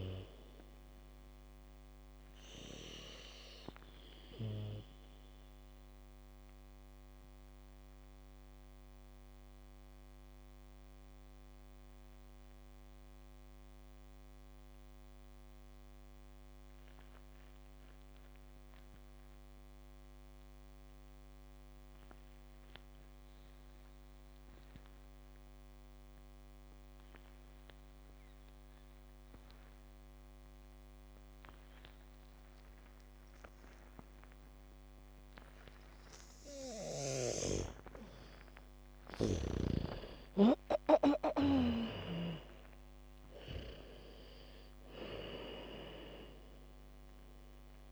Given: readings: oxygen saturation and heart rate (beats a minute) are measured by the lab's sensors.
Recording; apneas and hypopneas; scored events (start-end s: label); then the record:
breathing in sleep by a microphone on the trachea; 1
0.00-21.00 s: oxygen desaturation (device-marked, oxygen 80% lowest, heart rate 45 extreme)
5.50-36.50 s: mixed apnea (oxygen 99% before, 79% lowest, heart rate 60 before, 45 extreme, up 2 after)
32.00-47.92 s: oxygen desaturation (device-marked, oxygen 99% before, 79% lowest, heart rate 72 before, 45 extreme)
38.00-42.50 s: arousal
38.00-45.00 s: bradycardia (device-marked, heart rate 70 before, 45 extreme)
From the record:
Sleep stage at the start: N2 (light sleep); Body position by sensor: on the back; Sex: female